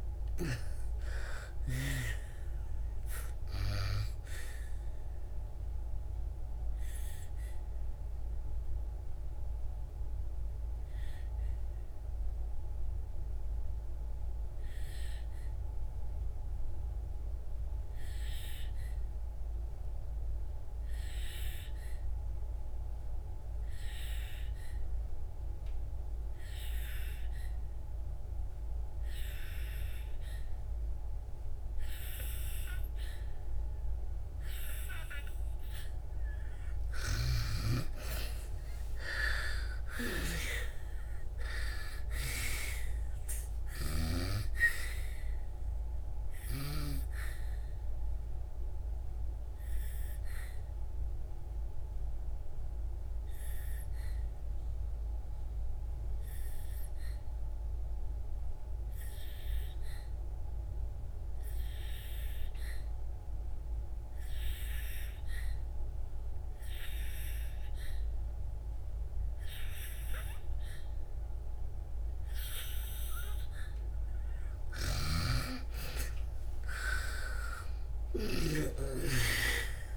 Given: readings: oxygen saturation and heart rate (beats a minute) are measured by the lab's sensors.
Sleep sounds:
breathing in sleep by a room microphone; 2
0.00-1.00 s: arousal
0.00-2.00 s: snoring (device-marked)
0.00-29.50 s: oxygen desaturation (device-marked, oxygen 82% lowest, heart rate 58 extreme)
5.50-35.50 s: obstructive apnea (oxygen 97% before, 81% lowest, heart rate 71 before, 58 extreme, up 35 after)
31.50-68.50 s: oxygen desaturation (device-marked, oxygen 99% before, 81% lowest, heart rate 61 before, 58 extreme)
37.50-42.00 s: arousal
46.50-73.00 s: obstructive apnea (oxygen 99% before, 81% lowest, heart rate 76 before, 58 extreme, up 21 after)
70.50-79.97 s: oxygen desaturation (device-marked, oxygen 98% before, 82% lowest, heart rate 62 before, 57 extreme)
75.00-78.50 s: snoring (device-marked)
75.00-79.00 s: arousal
From the record:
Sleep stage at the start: N2 (light sleep); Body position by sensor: on the back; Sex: female

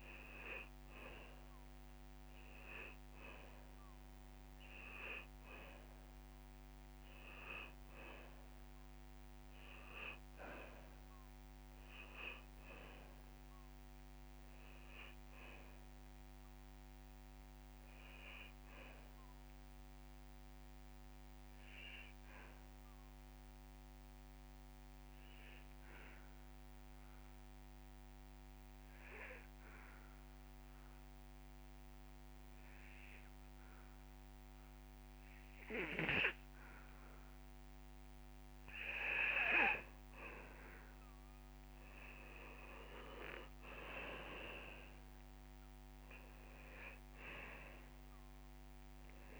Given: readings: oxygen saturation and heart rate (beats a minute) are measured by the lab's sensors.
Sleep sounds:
breathing in sleep by a microphone on the trachea; 1
0.00-18.50 s: oxygen desaturation (device-marked, oxygen 92% lowest)
4.50-6.50 s: long interval between heartbeats (device-marked)
14.00-16.00 s: long interval between heartbeats (device-marked)
19.00-22.00 s: arousal
24.00-37.00 s: obstructive apnea (oxygen 98% before, 90% lowest)
40.50-44.00 s: arousal
46.50-49.40 s: oxygen desaturation (device-marked, oxygen 97% before, 90% lowest)
From the record:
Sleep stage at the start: N2 (light sleep); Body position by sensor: on the back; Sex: male

